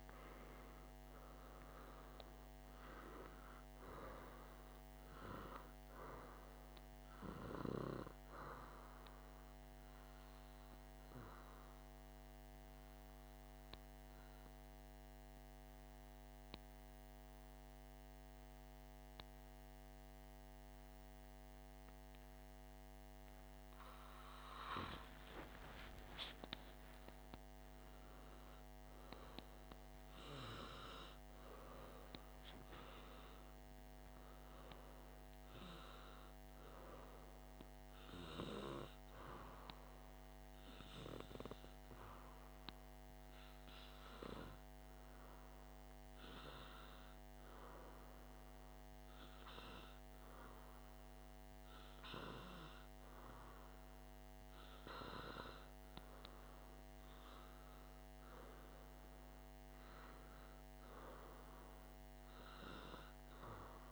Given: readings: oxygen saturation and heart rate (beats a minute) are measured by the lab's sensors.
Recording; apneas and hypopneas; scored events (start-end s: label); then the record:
breathing in sleep by a microphone on the trachea; 1
11.00-24.00 s: obstructive apnea (oxygen 97% before, 92% lowest, heart rate 58 before, 49 extreme, up 3 after)
25.50-29.50 s: arousal
From the record:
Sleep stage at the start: N2 (light sleep); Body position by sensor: on the back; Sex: male